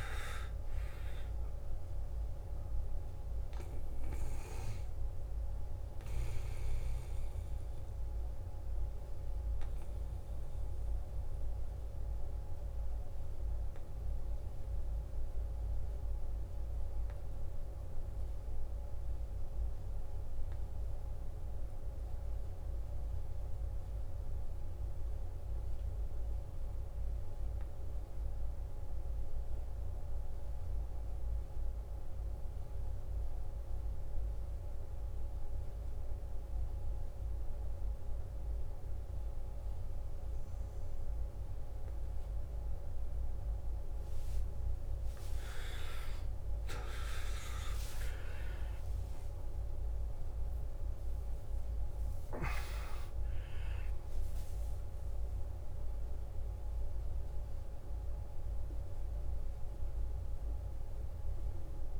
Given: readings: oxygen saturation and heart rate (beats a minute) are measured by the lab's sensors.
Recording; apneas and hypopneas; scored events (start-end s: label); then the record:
breathing in sleep, hard to hear, by a room microphone; 1
0.00-21.00 s: oxygen desaturation (device-marked, oxygen 90% lowest, heart rate 53 extreme)
9.00-44.50 s: obstructive apnea (oxygen 97% before, 88% lowest, heart rate 62 before, 52 extreme, up 14 after)
32.00-53.00 s: oxygen desaturation (device-marked, oxygen 98% before, 90% lowest, heart rate 54 before, 52 extreme)
45.50-51.50 s: arousal
58.00-62.00 s: oxygen desaturation (device-marked, oxygen 92% before, 88% lowest, heart rate 62 before, 52 extreme)
From the record:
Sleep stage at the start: N2 (light sleep); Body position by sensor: on the back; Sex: male